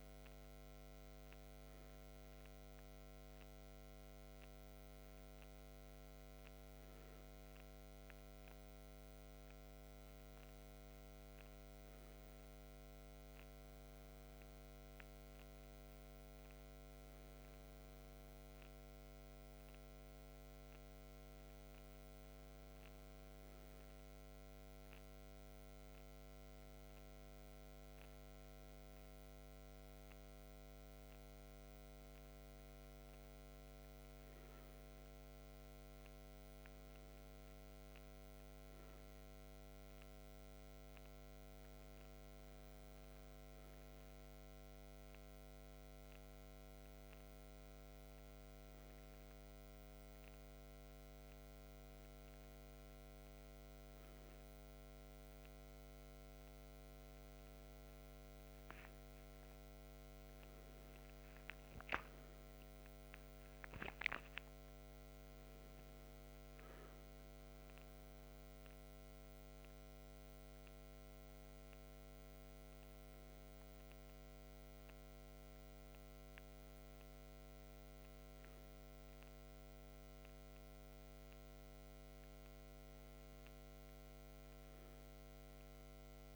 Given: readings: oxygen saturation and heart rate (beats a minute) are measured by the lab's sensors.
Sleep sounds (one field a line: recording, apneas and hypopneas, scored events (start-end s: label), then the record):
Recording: breathing in sleep, hard to hear, by a microphone on the trachea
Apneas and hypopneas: none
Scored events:
61.00-65.00 s: arousal
62.50-86.36 s: new sleep stage, N2 (light sleep)
From the record:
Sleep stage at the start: N3 (deep sleep)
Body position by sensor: on the left side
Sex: male